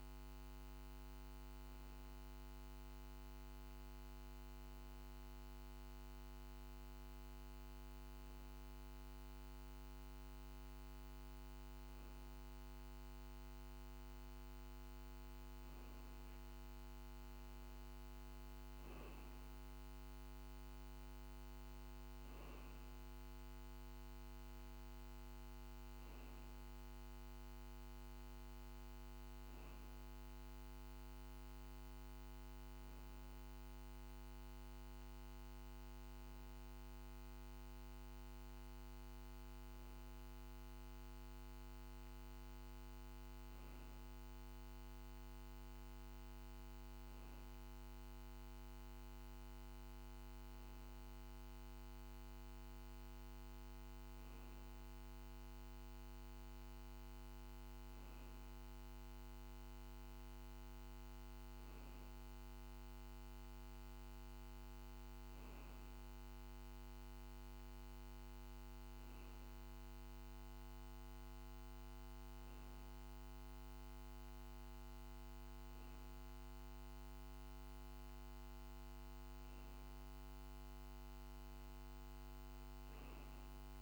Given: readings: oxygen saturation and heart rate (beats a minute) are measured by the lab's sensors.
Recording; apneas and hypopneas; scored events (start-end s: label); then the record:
breathing in sleep, hard to hear, by a microphone on the trachea; none
none scored
From the record:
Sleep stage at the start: N2 (light sleep); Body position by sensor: on the back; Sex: male